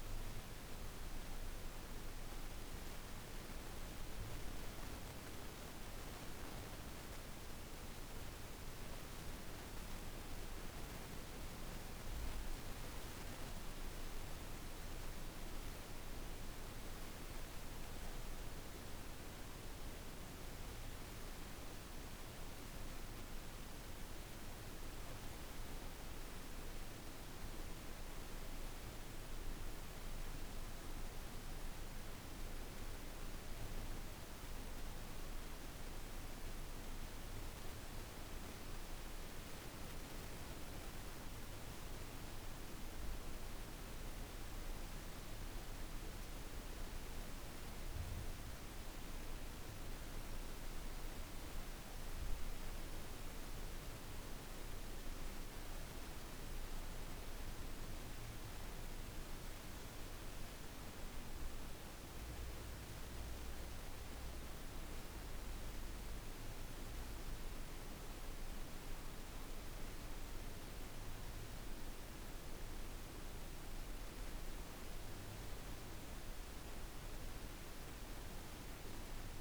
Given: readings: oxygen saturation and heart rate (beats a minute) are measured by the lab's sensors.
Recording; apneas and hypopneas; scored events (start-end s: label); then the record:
breathing in sleep, hard to hear, by a room microphone; none
none scored
From the record:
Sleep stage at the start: N1 (lightest sleep); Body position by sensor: on the back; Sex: female